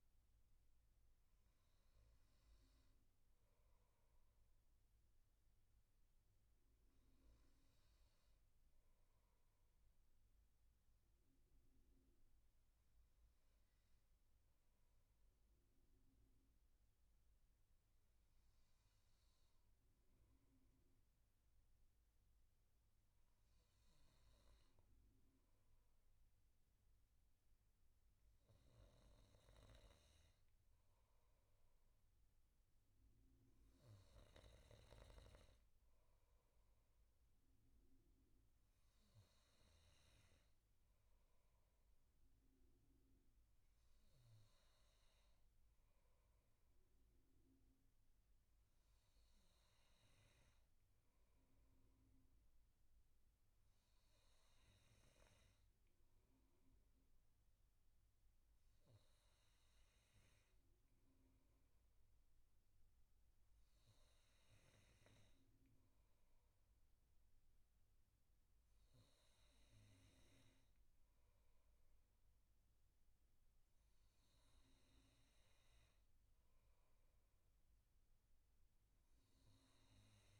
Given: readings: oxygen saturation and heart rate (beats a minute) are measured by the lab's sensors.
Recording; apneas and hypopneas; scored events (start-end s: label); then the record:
breathing in sleep, hard to hear, by a room microphone; none
none scored
From the record:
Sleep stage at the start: N2 (light sleep); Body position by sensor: on the back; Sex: male